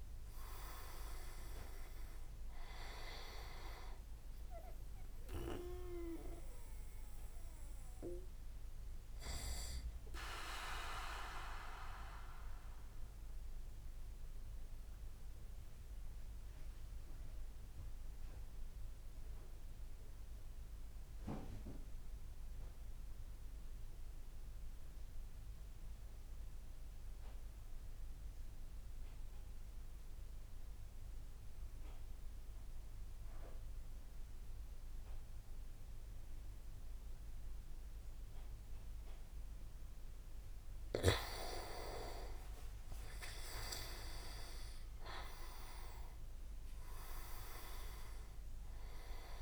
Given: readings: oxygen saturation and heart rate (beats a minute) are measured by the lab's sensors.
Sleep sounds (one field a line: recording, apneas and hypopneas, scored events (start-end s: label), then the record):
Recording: breathing in sleep by a room microphone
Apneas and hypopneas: 1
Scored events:
0.00-9.00 s: oxygen desaturation (device-marked, oxygen 94% lowest)
10.50-40.50 s: obstructive apnea (oxygen 98% before, 93% lowest)
41.50-42.50 s: leg movement (device-marked)
42.00-49.42 s: oxygen desaturation (device-marked, oxygen 98% before, 93% lowest)
42.50-45.50 s: arousal
From the record:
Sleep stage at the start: N2 (light sleep)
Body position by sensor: on the back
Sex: male